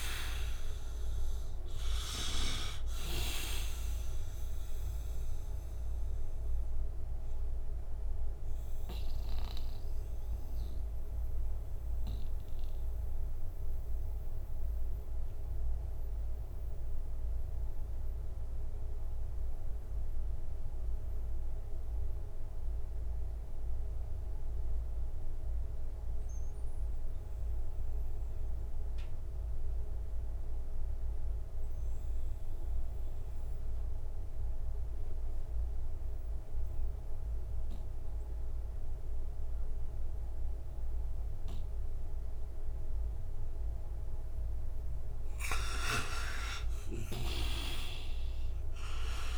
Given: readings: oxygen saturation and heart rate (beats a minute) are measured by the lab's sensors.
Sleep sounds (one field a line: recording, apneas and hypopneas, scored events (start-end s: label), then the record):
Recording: breathing in sleep by a room microphone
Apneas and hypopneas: 1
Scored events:
0.00-29.50 s: oxygen desaturation (device-marked, oxygen 77% lowest, heart rate 58 extreme)
6.00-44.50 s: mixed apnea (oxygen 96% before, 77% lowest, heart rate 76 before, 58 extreme, up 5 after)
43.50-49.38 s: oxygen desaturation (device-marked, oxygen 98% before, 81% lowest, heart rate 59 before, 58 extreme)
46.00-49.38 s: arousal
46.50-49.38 s: snoring (device-marked)
From the record:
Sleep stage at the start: N2 (light sleep)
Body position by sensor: on the right side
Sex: male